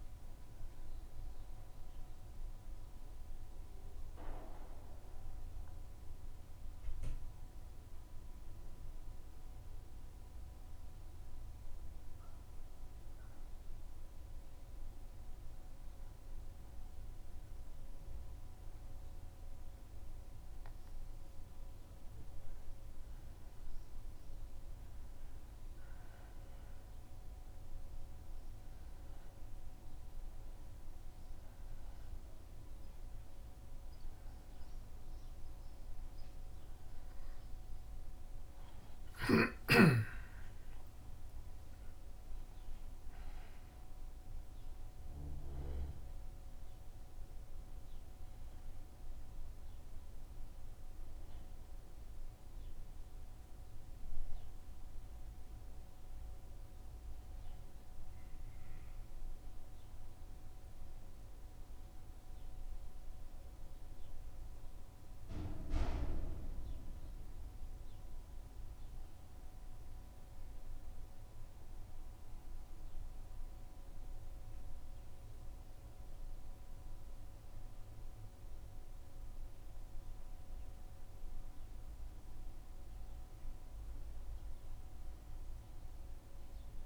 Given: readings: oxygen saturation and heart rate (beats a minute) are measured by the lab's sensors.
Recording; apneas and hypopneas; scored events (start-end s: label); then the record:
breathing in sleep, hard to hear, by a room microphone; 2
2.00-17.50 s: hypopnea (oxygen 93% before, 90% lowest, heart rate 79 before, 77 extreme, up 0 after)
20.00-24.50 s: arousal
60.50-64.50 s: arousal
61.00-80.00 s: oxygen desaturation (device-marked, oxygen 93% before, 90% lowest, heart rate 79 before, 75 extreme)
67.00-82.50 s: obstructive apnea (oxygen 93% before, 90% lowest, heart rate 78 before, 76 extreme, up 3 after)
From the record:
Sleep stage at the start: N1 (lightest sleep); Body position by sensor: on the back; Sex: male